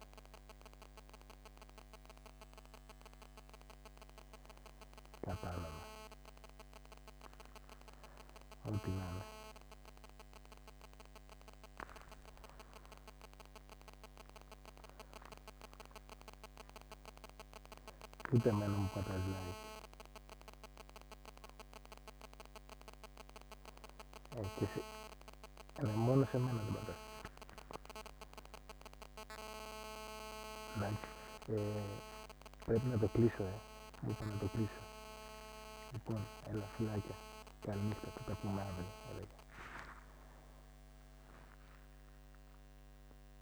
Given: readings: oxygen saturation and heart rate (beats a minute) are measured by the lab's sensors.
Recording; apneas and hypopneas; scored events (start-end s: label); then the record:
a person awake in a sleep study, by a microphone on the trachea; none
none scored
From the record:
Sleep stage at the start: awake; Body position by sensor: on the back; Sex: male